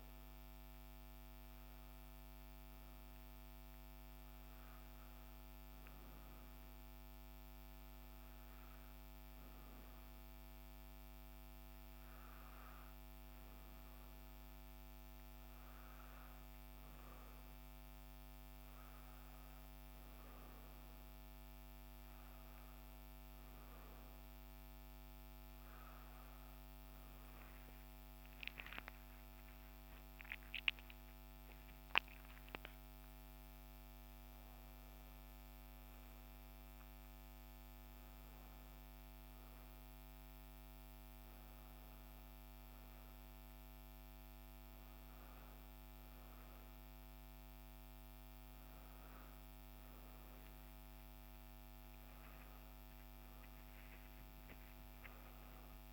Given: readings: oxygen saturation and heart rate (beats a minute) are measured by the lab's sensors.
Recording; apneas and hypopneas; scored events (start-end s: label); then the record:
breathing in sleep, hard to hear, by a microphone on the trachea; none
none scored
From the record:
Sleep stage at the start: N1 (lightest sleep); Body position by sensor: on the back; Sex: female